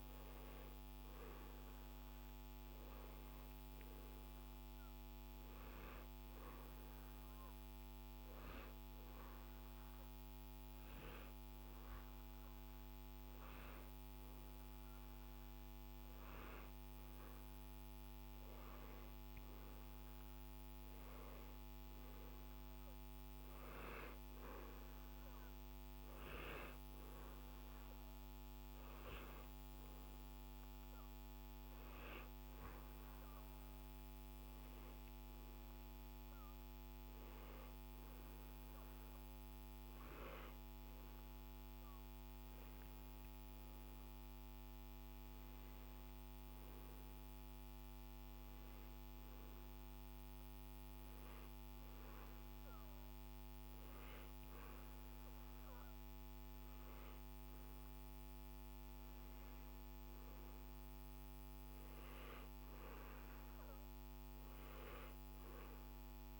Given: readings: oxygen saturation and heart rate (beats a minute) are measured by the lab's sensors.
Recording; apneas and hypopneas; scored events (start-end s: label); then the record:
breathing in sleep, hard to hear, by a microphone on the trachea; 1
2.50-16.00 s: hypopnea (oxygen 94% before, 92% lowest, heart rate 58 before, 54 extreme, up 6 after)
19.00-23.00 s: arousal
From the record:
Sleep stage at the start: N2 (light sleep); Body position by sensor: on the back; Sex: male